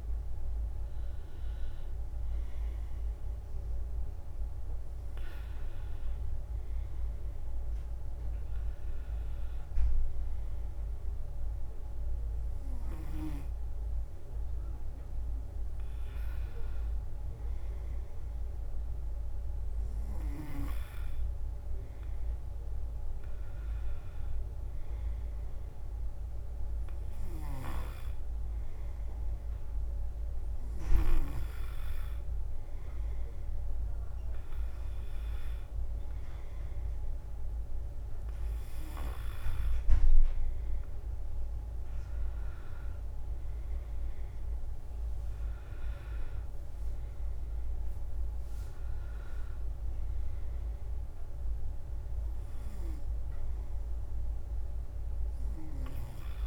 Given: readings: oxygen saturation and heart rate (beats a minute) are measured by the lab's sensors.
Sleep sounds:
breathing in sleep by a room microphone; none
0.00-3.50 s: drop in pulse transit time (device-marked, heart rate 66 extreme)
8.50-56.47 s: new sleep stage, N2 (light sleep)
39.50-55.50 s: drop in pulse transit time (device-marked, heart rate 66 before, 68 extreme)
From the record:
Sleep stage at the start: N1 (lightest sleep); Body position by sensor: on the right side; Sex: male

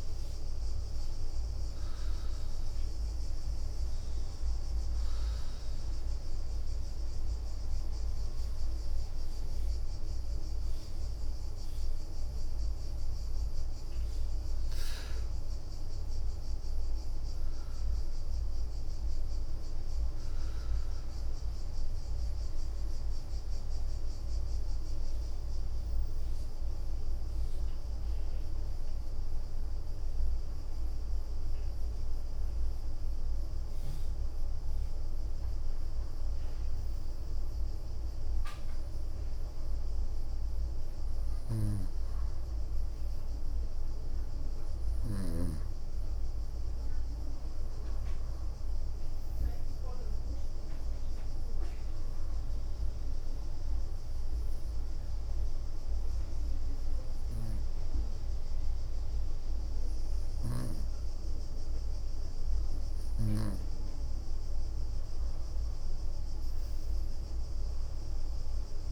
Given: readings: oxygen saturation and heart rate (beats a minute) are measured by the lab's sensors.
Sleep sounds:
breathing in sleep, hard to hear, by a room microphone; 3
0.00-6.50 s: oxygen desaturation (device-marked, oxygen 89% lowest, heart rate 62 extreme)
1.00-2.00 s: leg movement (device-marked)
2.50-6.00 s: leg movement (device-marked)
6.50-17.50 s: hypopnea (oxygen 95% before, 96% lowest, heart rate 75 before, 62 extreme, up 2 after)
7.00-11.50 s: leg movement (device-marked)
19.00-21.50 s: arousal
19.00-22.50 s: leg movement (device-marked)
23.00-33.50 s: hypopnea (oxygen 99% before, 95% lowest, heart rate 70 before, 62 extreme, up 7 after)
36.00-39.50 s: arousal
37.00-37.50 s: leg movement (device-marked)
38.50-43.50 s: leg movement (device-marked)
49.00-58.50 s: leg movement (device-marked)
53.50-64.50 s: obstructive apnea (oxygen 99% before, 93% lowest, heart rate 69 before, 63 extreme, up 7 after)
62.00-66.50 s: leg movement (device-marked)
66.50-68.91 s: arousal
67.00-68.91 s: leg movement (device-marked)
From the record:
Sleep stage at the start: N2 (light sleep); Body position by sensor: on the right side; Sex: female

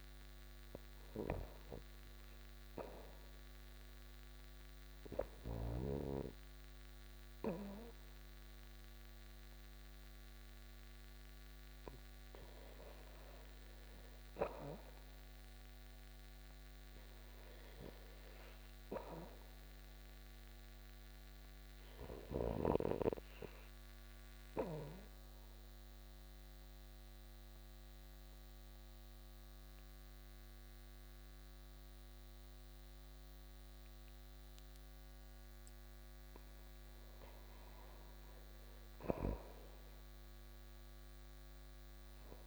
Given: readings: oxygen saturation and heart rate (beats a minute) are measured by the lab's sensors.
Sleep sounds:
breathing in sleep by a microphone on the trachea; 2
0.00-5.50 s: oxygen desaturation (device-marked, oxygen 86% lowest, heart rate 80 extreme)
2.00-13.50 s: hypopnea (oxygen 95% before, 78% lowest, heart rate 83 before, 85 extreme, up 1 after)
12.50-26.50 s: oxygen desaturation (device-marked, oxygen 91% before, 86% lowest, heart rate 83 before, 85 extreme)
17.00-20.50 s: arousal
23.50-35.50 s: obstructive apnea (oxygen 92% before, 78% lowest, heart rate 85 before, 85 extreme)
36.50-39.00 s: arousal
37.50-42.47 s: oxygen desaturation (device-marked, oxygen 90% before, 79% lowest, heart rate 88 before, 87 extreme)
From the record:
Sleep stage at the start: REM sleep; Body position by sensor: on the back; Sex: female

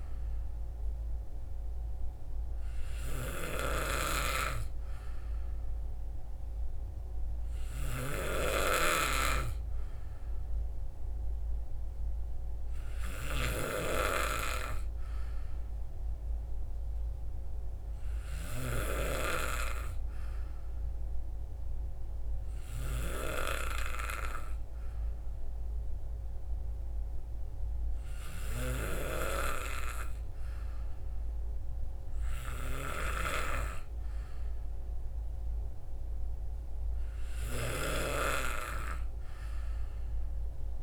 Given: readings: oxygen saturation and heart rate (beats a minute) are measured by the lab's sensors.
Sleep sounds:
breathing in sleep by a room microphone; none
none scored
From the record:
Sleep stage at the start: N2 (light sleep); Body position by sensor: on the back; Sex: male

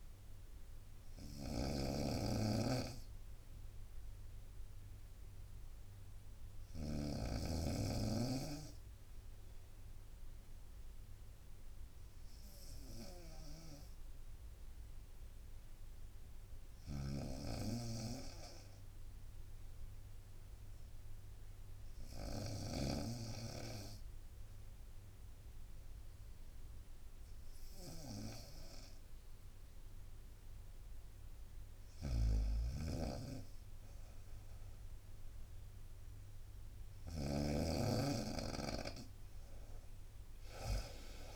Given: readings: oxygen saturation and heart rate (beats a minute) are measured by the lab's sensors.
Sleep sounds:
breathing in sleep by a room microphone; 1
0.00-7.00 s: snoring (device-marked)
0.00-10.00 s: oxygen desaturation (device-marked, oxygen 88% lowest, heart rate 60 extreme)
4.00-29.50 s: obstructive apnea (oxygen 95% before, 88% lowest, heart rate 66 before, 60 extreme, up 0 after)
16.50-23.00 s: snoring (device-marked)
31.50-37.50 s: snoring (device-marked)
38.00-41.36 s: oxygen desaturation (device-marked, oxygen 94% before, 89% lowest, heart rate 61 before, 58 extreme)
From the record:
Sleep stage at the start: N2 (light sleep); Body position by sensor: on the right side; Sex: female

